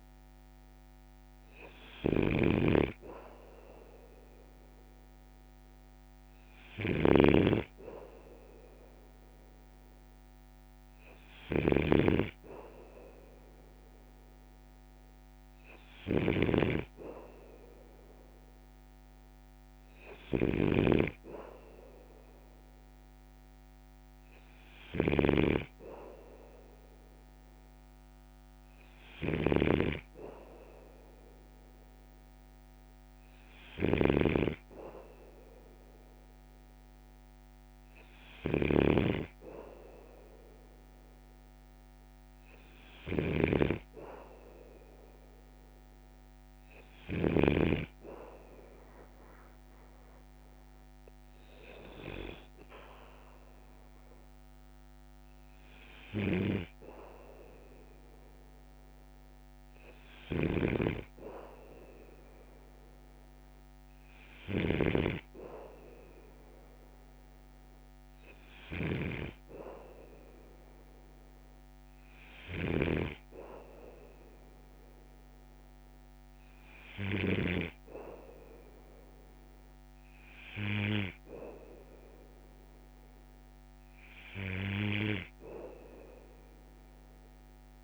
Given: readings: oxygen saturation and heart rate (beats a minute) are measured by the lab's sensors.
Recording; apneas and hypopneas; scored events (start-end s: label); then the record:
breathing in sleep by a microphone on the trachea; none
0.00-47.50 s: snoring (device-marked)
56.00-77.50 s: snoring (device-marked)
From the record:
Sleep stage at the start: N2 (light sleep); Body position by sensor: on the back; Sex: male